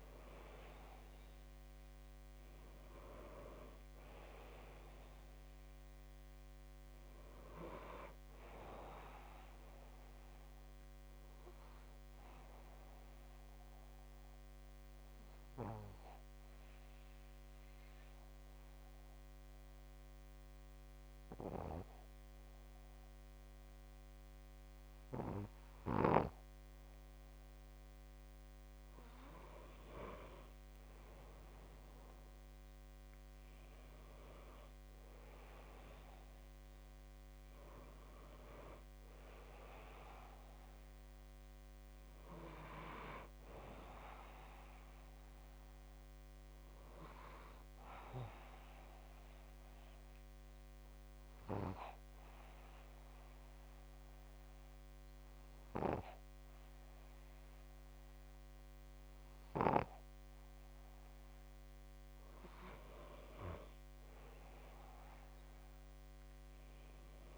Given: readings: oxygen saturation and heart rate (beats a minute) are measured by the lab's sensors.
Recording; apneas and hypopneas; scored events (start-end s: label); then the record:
breathing in sleep by a microphone on the trachea; 2
15.50-25.50 s: hypopnea (oxygen 97% before, 94% lowest, heart rate 63 before, 62 extreme, up 0 after)
28.50-32.00 s: arousal
51.50-62.00 s: hypopnea (oxygen 97% before, 94% lowest, heart rate 63 before, 62 extreme, up 1 after)
64.50-67.38 s: arousal
From the record:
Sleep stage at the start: N2 (light sleep); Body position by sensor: on the back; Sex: male